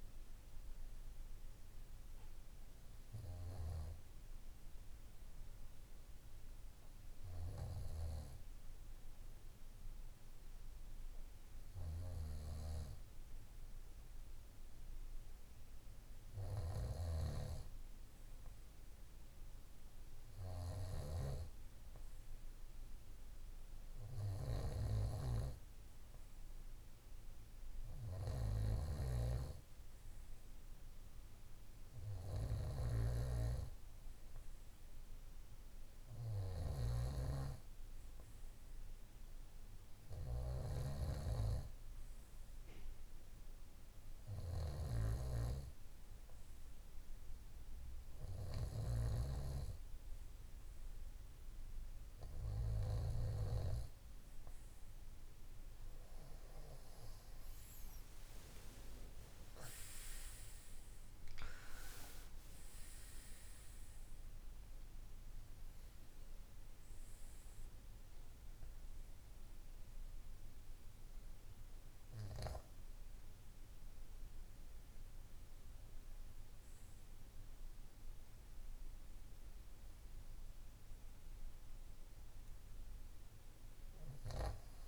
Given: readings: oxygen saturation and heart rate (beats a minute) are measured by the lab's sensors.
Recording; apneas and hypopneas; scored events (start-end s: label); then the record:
breathing in sleep by a room microphone; none
7.50-53.00 s: snoring (device-marked)
57.50-63.00 s: arousal
From the record:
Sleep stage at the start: N2 (light sleep); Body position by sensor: on the right side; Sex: male